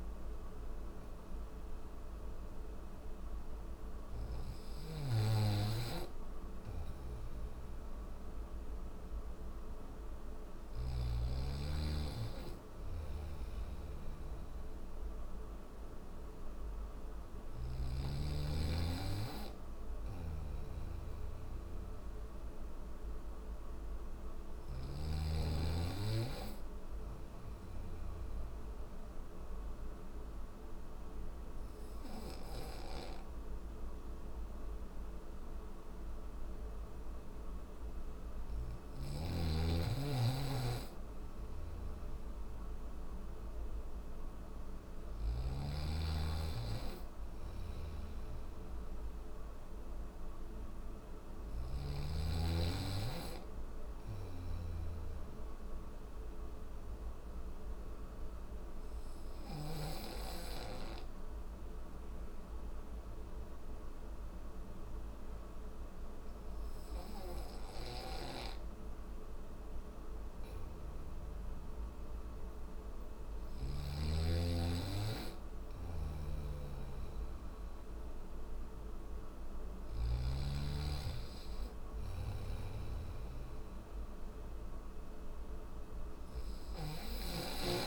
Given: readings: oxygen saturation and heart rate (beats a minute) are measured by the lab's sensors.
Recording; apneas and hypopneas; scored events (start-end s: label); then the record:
breathing in sleep by a room microphone; none
0.00-10.00 s: snoring (device-marked)
12.00-24.00 s: snoring (device-marked)
46.50-51.00 s: snoring (device-marked)
74.50-87.87 s: snoring (device-marked)
From the record:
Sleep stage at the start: N3 (deep sleep); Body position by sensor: on the back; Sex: male